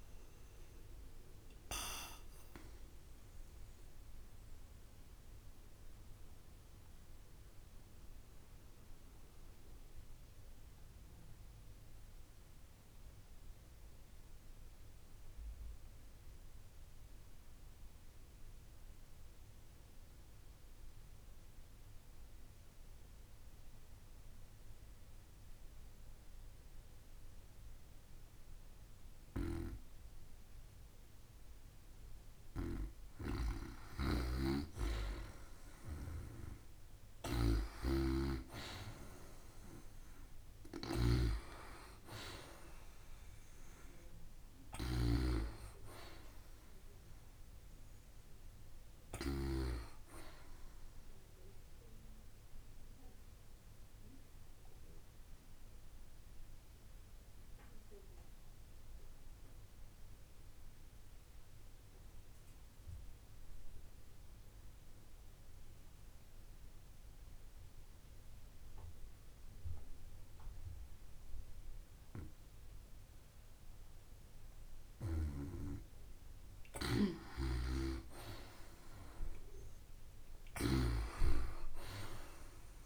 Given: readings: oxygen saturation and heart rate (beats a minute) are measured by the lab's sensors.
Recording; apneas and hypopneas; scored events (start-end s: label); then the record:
breathing in sleep by a room microphone; 2
1.00-30.00 s: obstructive apnea (oxygen 96% before, 88% lowest)
23.00-34.00 s: oxygen desaturation (device-marked, oxygen 96% before, 89% lowest)
28.50-49.00 s: snoring (device-marked)
34.50-38.50 s: arousal
51.50-73.50 s: obstructive apnea (oxygen 97% before, 88% lowest, heart rate 34 before, 52 extreme, up 11 after)
66.00-82.86 s: oxygen desaturation (device-marked, oxygen 95% before, 88% lowest)
74.00-82.86 s: new sleep stage, awake
77.00-80.50 s: snoring (device-marked)
From the record:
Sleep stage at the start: N2 (light sleep); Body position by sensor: on the back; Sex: female